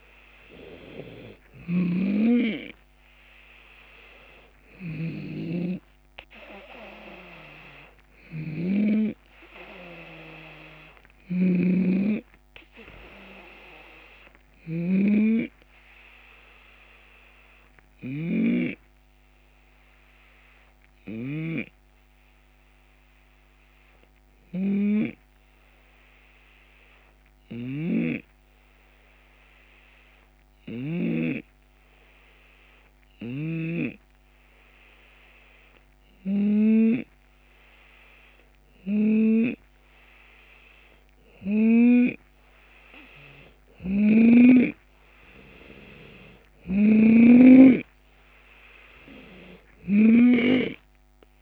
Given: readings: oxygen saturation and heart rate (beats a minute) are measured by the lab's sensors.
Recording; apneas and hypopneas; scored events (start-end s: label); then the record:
breathing in sleep by a microphone on the trachea; 1
0.00-12.00 s: oxygen desaturation (device-marked, oxygen 93% before, 90% lowest, heart rate 74 before, 71 extreme)
0.00-21.00 s: snoring (device-marked)
1.00-16.00 s: drop in pulse transit time (device-marked, heart rate 74 before, 78 extreme)
5.00-11.00 s: arousal
17.50-39.50 s: hypopnea (oxygen 93% before, 88% lowest, heart rate 80 before, 71 extreme, up 6 after)
27.00-30.50 s: snoring (device-marked)
32.50-36.50 s: snoring (device-marked)
41.50-45.50 s: arousal
43.00-51.41 s: snoring (device-marked)
44.00-51.41 s: oxygen desaturation (device-marked, oxygen 93% before, 90% lowest, heart rate 73 before, 75 extreme)
46.00-51.41 s: drop in pulse transit time (device-marked, heart rate 73 before, 77 extreme)
48.50-50.50 s: long interval between heartbeats (device-marked, heart rate 74 before, 79 extreme)
From the record:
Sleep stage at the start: N2 (light sleep); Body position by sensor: on the left side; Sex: male